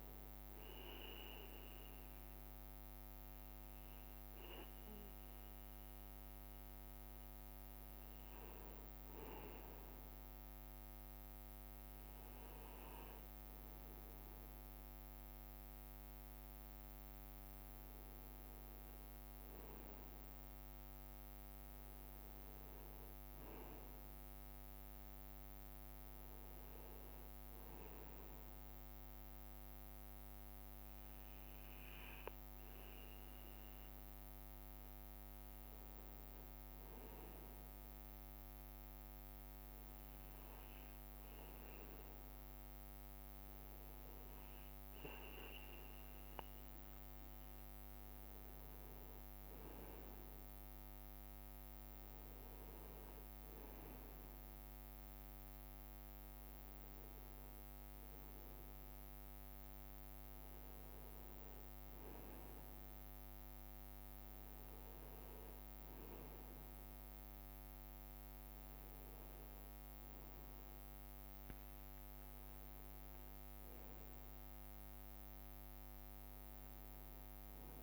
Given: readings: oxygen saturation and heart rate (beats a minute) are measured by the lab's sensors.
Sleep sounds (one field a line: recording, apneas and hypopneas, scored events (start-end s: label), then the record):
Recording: breathing in sleep, hard to hear, by a microphone on the trachea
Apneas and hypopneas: none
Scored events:
0.00-3.50 s: leg movement (device-marked)
9.50-77.83 s: bradycardia (device-marked)
16.00-18.00 s: long interval between heartbeats (device-marked)
30.50-32.50 s: long interval between heartbeats (device-marked)
33.50-35.00 s: leg movement (device-marked)
35.50-40.50 s: drop in pulse transit time (device-marked)
41.00-43.00 s: long interval between heartbeats (device-marked)
44.50-45.50 s: leg movement (device-marked)
46.50-51.00 s: leg movement (device-marked)
49.50-51.50 s: long interval between heartbeats (device-marked)
51.50-61.50 s: drop in pulse transit time (device-marked)
57.00-59.00 s: long interval between heartbeats (device-marked)
64.50-66.50 s: long interval between heartbeats (device-marked)
71.00-73.00 s: long interval between heartbeats (device-marked)
From the record:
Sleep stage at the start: N1 (lightest sleep)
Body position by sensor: on the right side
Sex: male